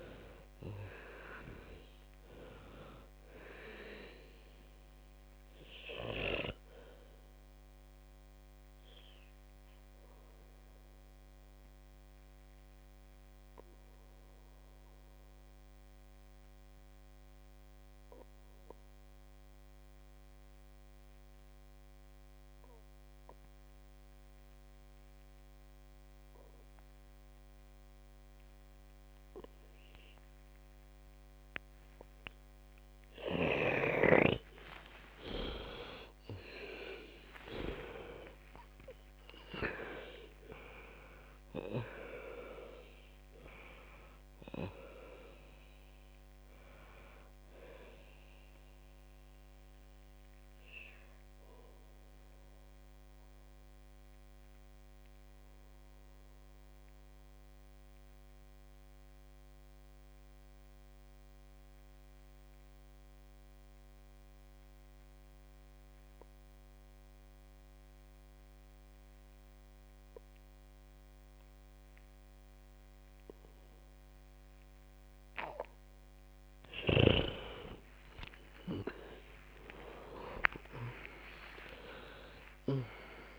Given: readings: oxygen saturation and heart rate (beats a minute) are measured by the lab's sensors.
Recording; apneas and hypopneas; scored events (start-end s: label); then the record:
breathing in sleep by a microphone on the trachea; 2
0.00-23.50 s: oxygen desaturation (device-marked, oxygen 92% lowest, heart rate 49 extreme)
6.00-34.50 s: obstructive apnea (oxygen 98% before, 89% lowest, heart rate 71 before, 49 extreme, up 52 after)
35.50-63.50 s: oxygen desaturation (device-marked, oxygen 98% before, 89% lowest, heart rate 54 before, 50 extreme)
36.00-41.00 s: arousal
50.50-77.00 s: obstructive apnea (oxygen 98% before, 89% lowest, heart rate 75 before, 50 extreme)
77.50-83.39 s: snoring (device-marked)
78.00-83.00 s: arousal
79.50-83.39 s: oxygen desaturation (device-marked, oxygen 98% before, 91% lowest, heart rate 54 before, 50 extreme)
From the record:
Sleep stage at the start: N2 (light sleep); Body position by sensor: on the back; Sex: female